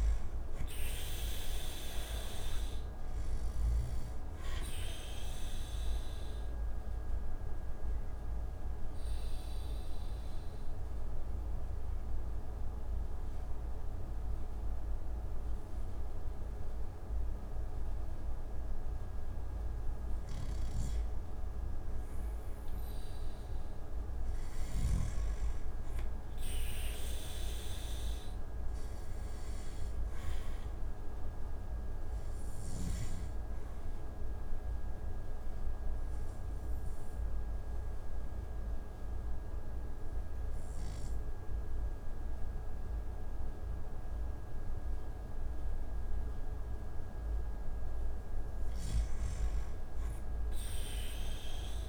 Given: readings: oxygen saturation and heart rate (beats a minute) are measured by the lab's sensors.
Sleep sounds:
breathing in sleep, hard to hear, by a room microphone; 2
5.00-25.00 s: oxygen desaturation (device-marked, oxygen 97% before, 89% lowest)
5.50-20.50 s: obstructive apnea (oxygen 97% before, 89% lowest)
24.50-29.00 s: arousal
34.00-47.50 s: obstructive apnea (oxygen 97% before, 89% lowest)
35.00-48.00 s: oxygen desaturation (device-marked, oxygen 97% before, 91% lowest)
From the record:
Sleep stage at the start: N2 (light sleep); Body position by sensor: on the back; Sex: male

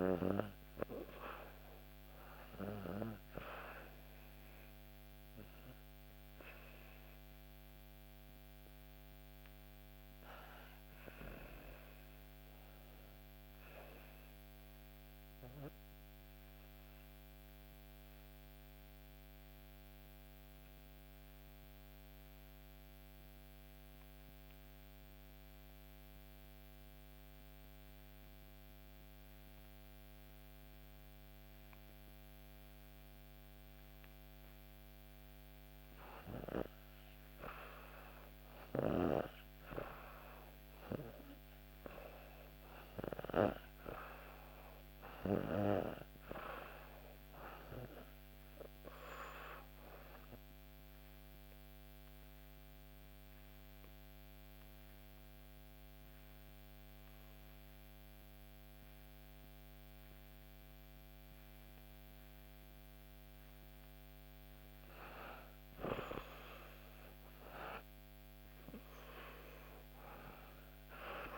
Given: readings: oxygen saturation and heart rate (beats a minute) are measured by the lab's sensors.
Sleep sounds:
breathing in sleep by a microphone on the trachea; 2
0.00-10.50 s: oxygen desaturation (device-marked, oxygen 88% lowest, heart rate 62 extreme)
15.50-34.50 s: obstructive apnea (oxygen 95% before, 85% lowest, heart rate 64 before, 64 extreme, up 3 after)
32.50-61.50 s: oxygen desaturation (device-marked, oxygen 95% before, 85% lowest, heart rate 64 before, 66 extreme)
37.00-40.50 s: arousal
50.00-63.50 s: obstructive apnea (oxygen 95% before, 85% lowest, heart rate 66 before, 68 extreme, up 1 after)
66.00-70.50 s: arousal
From the record:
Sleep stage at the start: REM sleep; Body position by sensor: on the back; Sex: female

